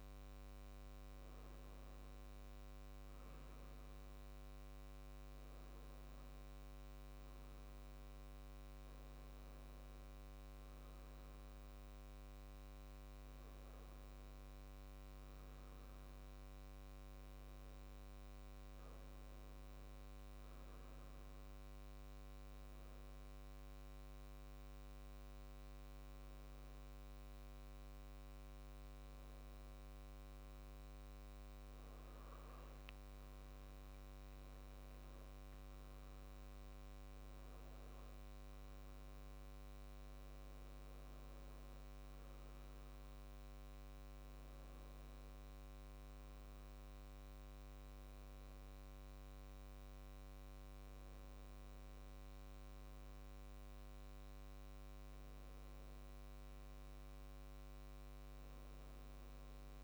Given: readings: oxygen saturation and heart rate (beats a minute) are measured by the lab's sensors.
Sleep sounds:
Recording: breathing in sleep, hard to hear, by a microphone on the trachea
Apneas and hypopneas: 1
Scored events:
13.50-17.00 s: arousal
22.00-32.00 s: hypopnea (oxygen 97% before, 95% lowest, heart rate 71 before, 70 extreme, up 2 after)
35.00-38.00 s: arousal
From the record:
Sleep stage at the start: N2 (light sleep)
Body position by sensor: on the back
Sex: male

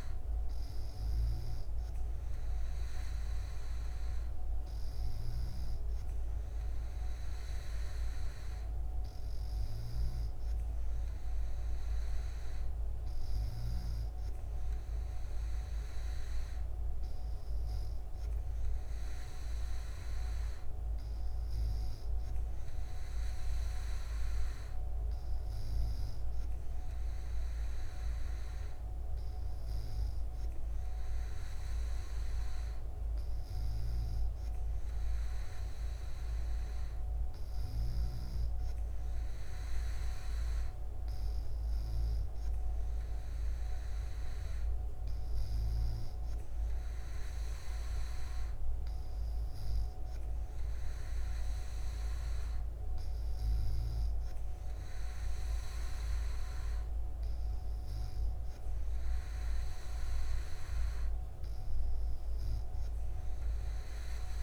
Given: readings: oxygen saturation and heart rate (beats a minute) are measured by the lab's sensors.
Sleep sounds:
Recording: breathing in sleep, hard to hear, by a room microphone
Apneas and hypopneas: none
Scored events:
none scored
From the record:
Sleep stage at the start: N2 (light sleep)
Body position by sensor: on the back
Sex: female

